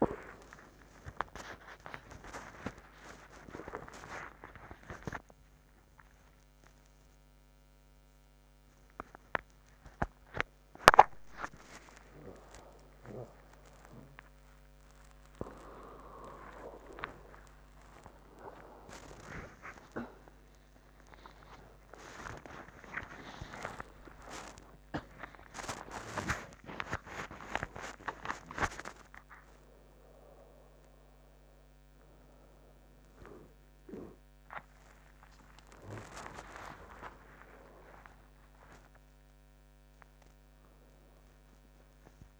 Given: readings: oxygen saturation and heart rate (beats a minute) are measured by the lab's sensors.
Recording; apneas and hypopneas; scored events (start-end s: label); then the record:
a person awake in a sleep study, by a microphone on the trachea; none
0.50-30.50 s: new sleep stage, awake
1.00-3.00 s: long interval between heartbeats (device-marked, heart rate 78 before, 115 extreme)
3.00-5.00 s: long interval between heartbeats (device-marked, heart rate 82 before, 136 extreme)
8.50-10.50 s: long interval between heartbeats (device-marked, heart rate 96 before, 104 extreme)
13.00-15.00 s: long interval between heartbeats (device-marked, heart rate 103 before, 113 extreme)
15.00-17.00 s: long interval between heartbeats (device-marked, heart rate 108 before, 107 extreme)
17.50-19.50 s: long interval between heartbeats (device-marked, heart rate 112 before, 108 extreme)
19.50-21.50 s: long interval between heartbeats (device-marked, heart rate 114 before, 119 extreme)
22.00-24.00 s: long interval between heartbeats (device-marked, heart rate 114 before, 137 extreme)
26.00-28.00 s: long interval between heartbeats (device-marked, heart rate 118 before, 136 extreme)
28.50-30.50 s: long interval between heartbeats (device-marked, heart rate 121 before, 107 extreme)
30.50-42.40 s: new sleep stage, N2 (light sleep)
37.00-39.00 s: long interval between heartbeats (device-marked, heart rate 119 before, 137 extreme)
From the record:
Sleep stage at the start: N3 (deep sleep); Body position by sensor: on the back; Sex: female